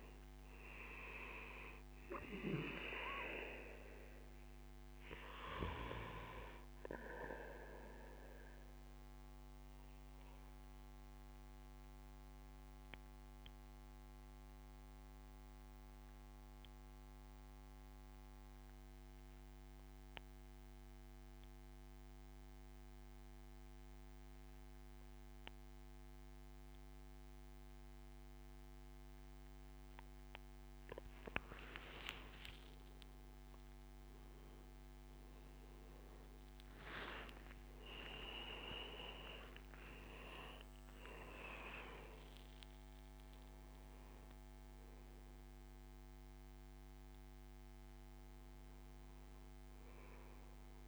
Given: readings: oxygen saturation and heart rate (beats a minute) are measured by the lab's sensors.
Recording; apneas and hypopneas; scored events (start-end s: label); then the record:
breathing in sleep by a microphone on the trachea; 1
0.00-16.00 s: oxygen desaturation (device-marked, oxygen 91% lowest, heart rate 69 extreme)
8.50-29.50 s: obstructive apnea (oxygen 98% before, 91% lowest, heart rate 77 before, 74 extreme, up 10 after)
32.00-50.88 s: oxygen desaturation (device-marked, oxygen 99% before, 94% lowest, heart rate 78 before, 73 extreme)
34.50-40.00 s: arousal
40.50-42.50 s: long interval between heartbeats (device-marked, heart rate 81 before, 91 extreme)
From the record:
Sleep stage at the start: N2 (light sleep); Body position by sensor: on the back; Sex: male